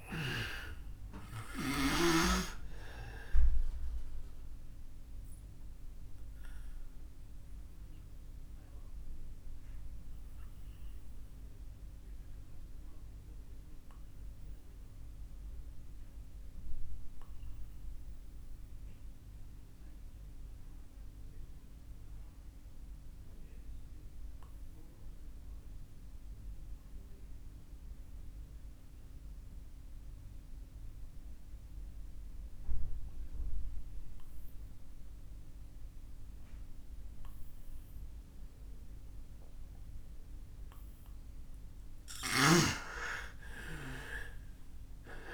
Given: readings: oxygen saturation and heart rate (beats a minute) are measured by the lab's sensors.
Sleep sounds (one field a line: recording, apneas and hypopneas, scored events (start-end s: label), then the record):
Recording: breathing in sleep by a room microphone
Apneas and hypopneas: 1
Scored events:
0.00-2.00 s: snoring (device-marked)
0.00-24.00 s: oxygen desaturation (device-marked, oxygen 86% lowest, heart rate 25 extreme)
3.50-41.00 s: obstructive apnea (oxygen 99% before, 86% lowest, heart rate 39 before, 25 extreme)
42.00-45.00 s: tachycardia (device-marked, heart rate 42 before, 93 extreme)
42.00-45.34 s: oxygen desaturation (device-marked, oxygen 98% before, 86% lowest, heart rate 43 before, 26 extreme)
44.00-45.34 s: arousal
From the record:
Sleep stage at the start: N2 (light sleep)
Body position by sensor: on the back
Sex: male